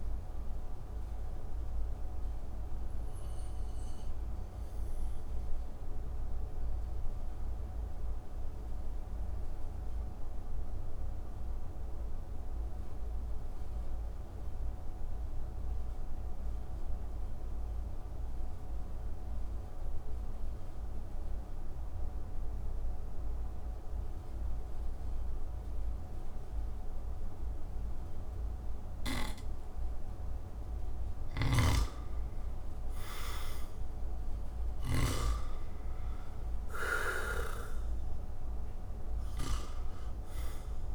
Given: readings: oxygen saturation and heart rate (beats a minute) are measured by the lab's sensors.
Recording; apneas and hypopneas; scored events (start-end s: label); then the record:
breathing in sleep by a room microphone; 1
0.00-19.50 s: oxygen desaturation (device-marked, oxygen 82% lowest)
1.00-29.00 s: obstructive apnea (oxygen 98% before, 79% lowest)
30.50-34.50 s: snoring (device-marked)
30.50-35.00 s: arousal
32.50-40.95 s: oxygen desaturation (device-marked, oxygen 97% before, 79% lowest)
From the record:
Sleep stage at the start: N2 (light sleep); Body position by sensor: on the back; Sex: male